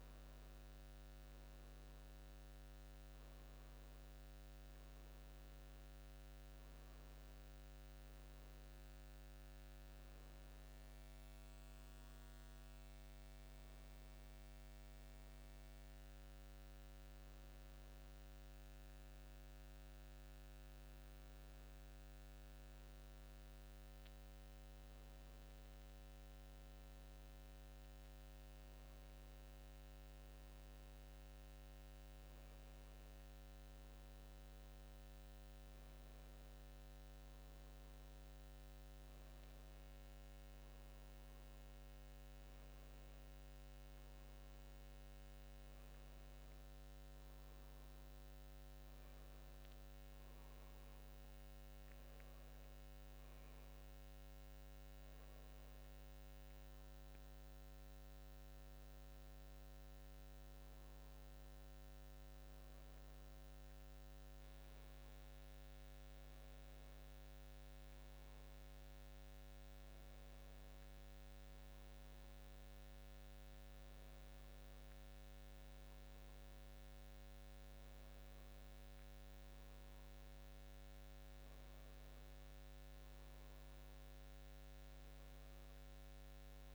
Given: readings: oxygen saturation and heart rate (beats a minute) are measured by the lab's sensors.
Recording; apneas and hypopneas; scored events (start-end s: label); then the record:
breathing in sleep, hard to hear, by a microphone on the trachea; none
66.00-68.00 s: long interval between heartbeats (device-marked, heart rate 88 before, 83 extreme)
From the record:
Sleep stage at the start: N2 (light sleep); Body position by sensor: on the back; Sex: male